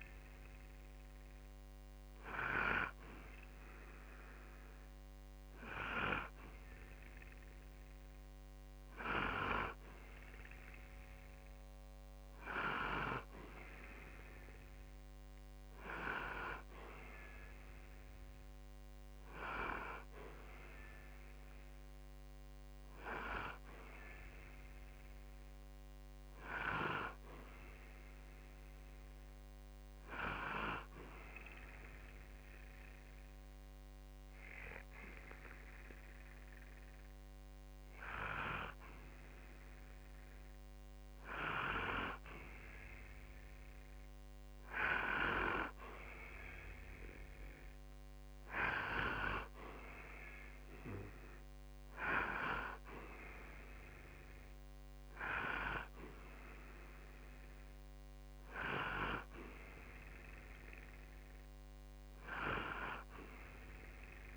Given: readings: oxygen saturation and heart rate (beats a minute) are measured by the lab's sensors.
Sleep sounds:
breathing in sleep by a microphone on the trachea; 1
31.50-41.50 s: hypopnea (oxygen 92% before, 88% lowest, heart rate 63 before, 61 extreme, up 3 after)
43.50-47.50 s: arousal
49.50-64.37 s: oxygen desaturation (device-marked, oxygen 93% before, 88% lowest, heart rate 65 before, 61 extreme)
From the record:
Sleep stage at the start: N2 (light sleep); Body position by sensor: on the back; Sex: male

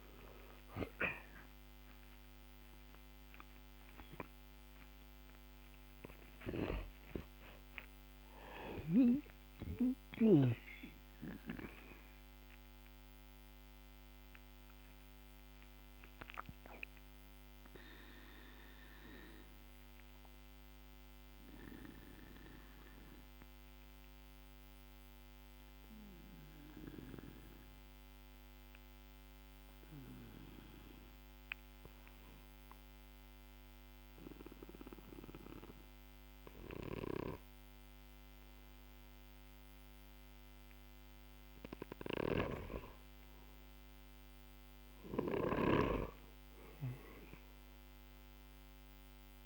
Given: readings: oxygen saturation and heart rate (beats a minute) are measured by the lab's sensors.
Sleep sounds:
breathing in sleep by a microphone on the trachea; 1
0.00-3.50 s: oxygen desaturation (device-marked, oxygen 92% lowest, heart rate 44 extreme)
2.00-7.00 s: arousal
9.50-42.00 s: mixed apnea (oxygen 98% before, 95% lowest, heart rate 64 before, 44 extreme, up 16 after)
42.00-49.46 s: snoring (device-marked)
46.00-49.46 s: arousal
From the record:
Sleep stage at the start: N2 (light sleep); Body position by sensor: on the back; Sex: male

